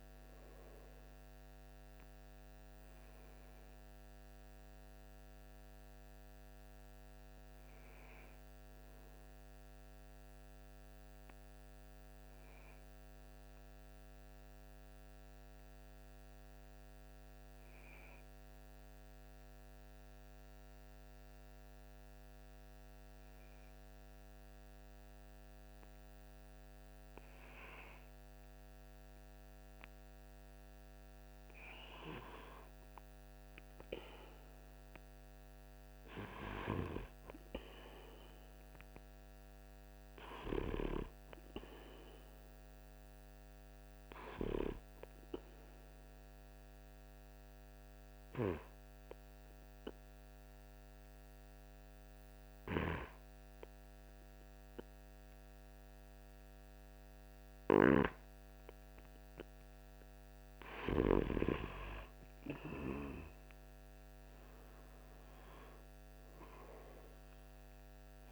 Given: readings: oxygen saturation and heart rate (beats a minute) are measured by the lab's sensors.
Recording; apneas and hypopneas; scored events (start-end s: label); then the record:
breathing in sleep by a microphone on the trachea; 2
2.00-32.00 s: oxygen desaturation (device-marked, oxygen 96% before, 91% lowest, heart rate 48 before, 43 extreme)
13.50-28.50 s: obstructive apnea (oxygen 97% before, 91% lowest, heart rate 48 before, 43 extreme, up 4 after)
31.50-36.00 s: arousal
46.00-58.50 s: obstructive apnea (oxygen 98% before, 94% lowest, heart rate 47 before, 45 extreme, up 2 after)
61.00-66.00 s: arousal
From the record:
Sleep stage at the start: N2 (light sleep); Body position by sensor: on the right side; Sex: male